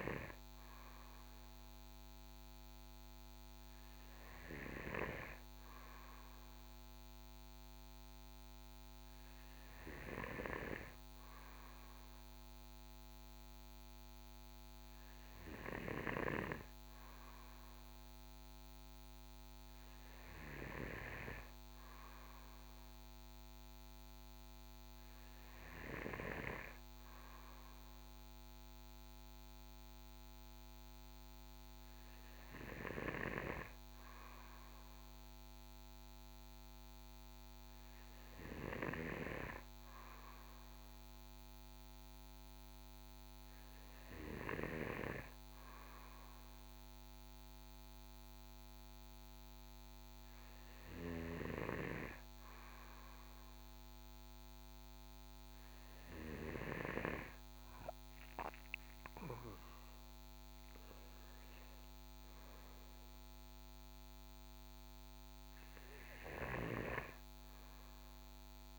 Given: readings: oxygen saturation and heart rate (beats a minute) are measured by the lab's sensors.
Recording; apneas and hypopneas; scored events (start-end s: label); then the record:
breathing in sleep by a microphone on the trachea; none
none scored
From the record:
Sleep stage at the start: N2 (light sleep); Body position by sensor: on the right side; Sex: male